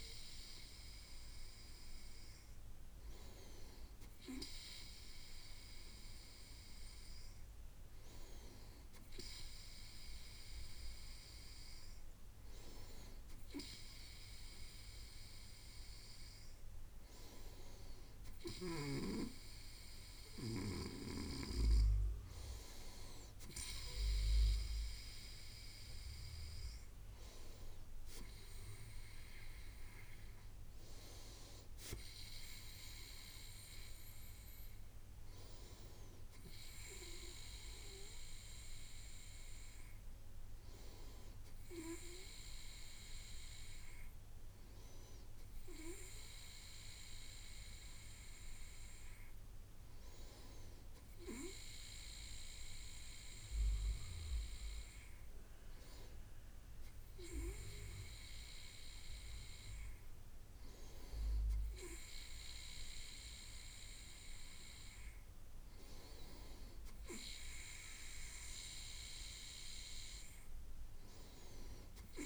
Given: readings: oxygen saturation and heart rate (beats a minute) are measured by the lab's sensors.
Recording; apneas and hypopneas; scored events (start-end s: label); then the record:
breathing in sleep by a room microphone; none
none scored
From the record:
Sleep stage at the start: N2 (light sleep); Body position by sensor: on the right side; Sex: male